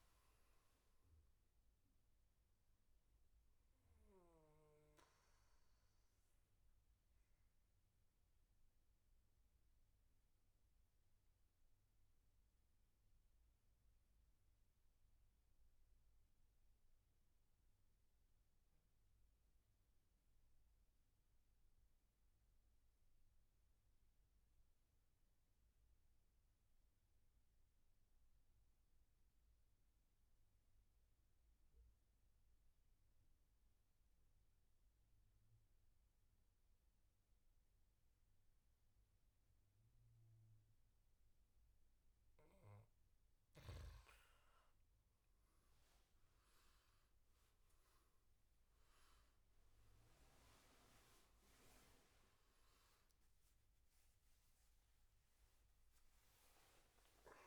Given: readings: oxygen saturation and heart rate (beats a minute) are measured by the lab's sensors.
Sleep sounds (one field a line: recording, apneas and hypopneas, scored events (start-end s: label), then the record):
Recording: breathing in sleep, hard to hear, by a room microphone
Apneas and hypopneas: 1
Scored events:
0.00-16.00 s: oxygen desaturation (device-marked, oxygen 92% lowest, heart rate 62 extreme)
5.50-41.50 s: obstructive apnea (oxygen 99% before, 89% lowest, heart rate 78 before, 65 extreme, up 13 after)
31.00-57.46 s: oxygen desaturation (device-marked, oxygen 99% before, 89% lowest, heart rate 68 before, 66 extreme)
45.00-48.50 s: arousal
From the record:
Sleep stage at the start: N2 (light sleep)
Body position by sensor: on the back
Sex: male